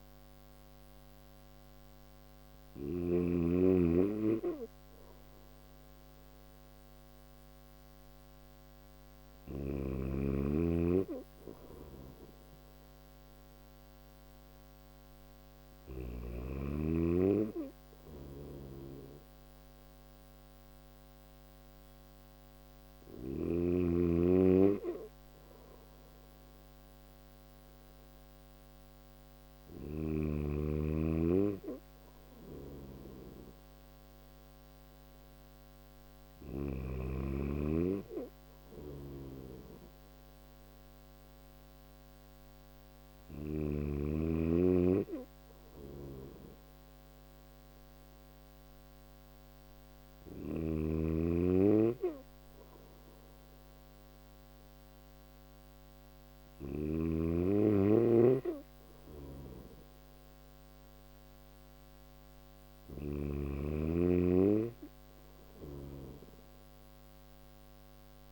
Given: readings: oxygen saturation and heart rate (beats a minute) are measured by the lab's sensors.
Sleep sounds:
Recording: breathing in sleep by a microphone on the trachea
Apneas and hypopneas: none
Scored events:
0.50-68.32 s: new sleep stage, N3 (deep sleep)
8.50-15.00 s: snoring (device-marked)
17.00-22.50 s: snoring (device-marked)
28.50-36.00 s: snoring (device-marked)
38.00-42.50 s: snoring (device-marked)
44.50-49.50 s: snoring (device-marked)
58.00-68.32 s: snoring (device-marked)
From the record:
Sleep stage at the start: N1 (lightest sleep)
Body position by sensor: on the back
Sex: male

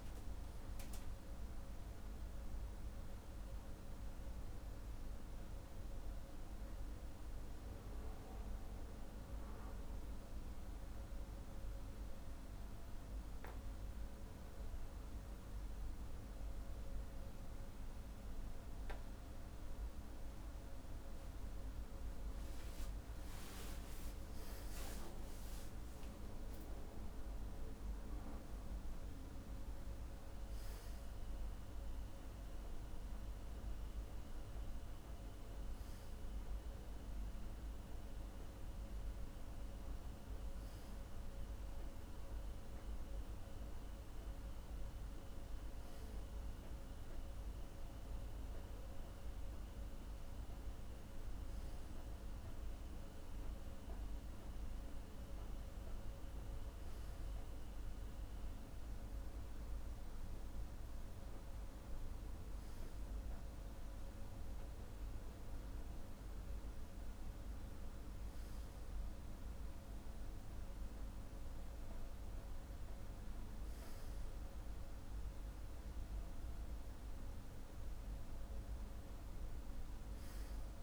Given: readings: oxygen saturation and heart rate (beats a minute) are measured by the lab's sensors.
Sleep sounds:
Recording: breathing in sleep, hard to hear, by a room microphone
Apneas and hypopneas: none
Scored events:
none scored
From the record:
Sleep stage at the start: N2 (light sleep)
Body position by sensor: on the back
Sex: male

